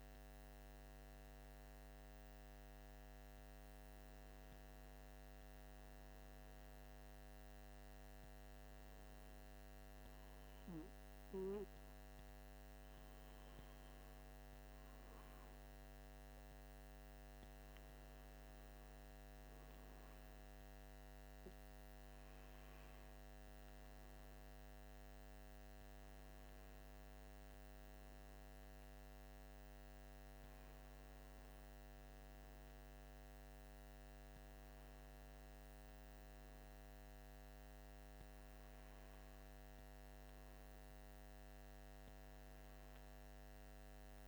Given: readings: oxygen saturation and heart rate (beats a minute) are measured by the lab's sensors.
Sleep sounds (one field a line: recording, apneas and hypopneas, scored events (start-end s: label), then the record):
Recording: breathing in sleep, hard to hear, by a microphone on the trachea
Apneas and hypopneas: none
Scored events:
none scored
From the record:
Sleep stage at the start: N1 (lightest sleep)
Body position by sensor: on the right side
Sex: male